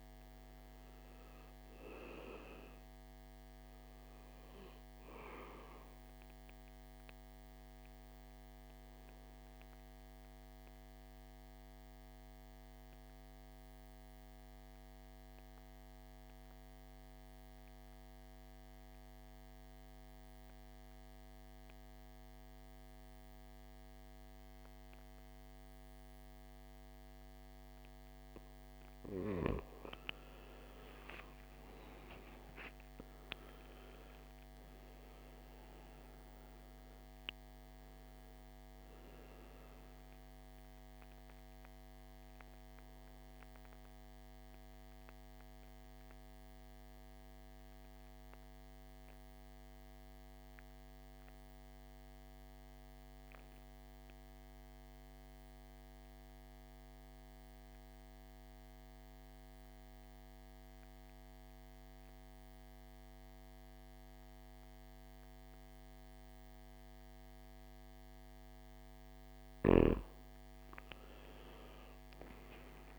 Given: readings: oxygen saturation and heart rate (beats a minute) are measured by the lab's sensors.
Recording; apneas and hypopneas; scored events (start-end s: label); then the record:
breathing in sleep by a microphone on the trachea; 2
2.50-20.50 s: oxygen desaturation (device-marked, oxygen 99% before, 89% lowest, heart rate 54 before, 53 extreme)
11.50-28.50 s: obstructive apnea (oxygen 99% before, 82% lowest, heart rate 57 before, 53 extreme, up 17 after)
30.00-34.00 s: arousal
32.50-55.50 s: oxygen desaturation (device-marked, oxygen 97% before, 86% lowest, heart rate 57 before, 52 extreme)
47.50-68.00 s: mixed apnea (oxygen 97% before, 82% lowest, heart rate 64 before, 52 extreme, up 21 after)
71.50-72.98 s: arousal
From the record:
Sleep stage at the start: N2 (light sleep); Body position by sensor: on the back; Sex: male